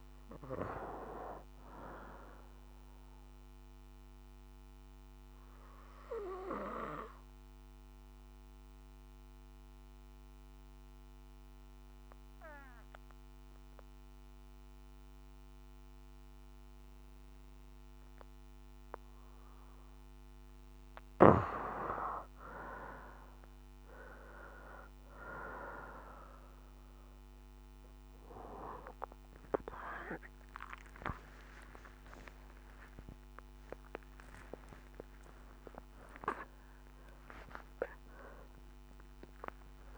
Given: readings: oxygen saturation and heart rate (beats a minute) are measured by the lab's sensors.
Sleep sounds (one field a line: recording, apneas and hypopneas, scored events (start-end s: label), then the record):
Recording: breathing in sleep by a microphone on the trachea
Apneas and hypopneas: 1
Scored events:
0.00-9.00 s: oxygen desaturation (device-marked, oxygen 79% lowest, heart rate 60 extreme)
4.00-19.00 s: obstructive apnea (oxygen 97% before, 79% lowest, heart rate 67 before, 60 extreme, up 10 after)
21.00-39.98 s: oxygen desaturation (device-marked, oxygen 99% before, 80% lowest, heart rate 61 before, 71 extreme)
32.00-39.98 s: new sleep stage, awake
From the record:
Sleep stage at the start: N2 (light sleep)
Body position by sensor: on the left side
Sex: female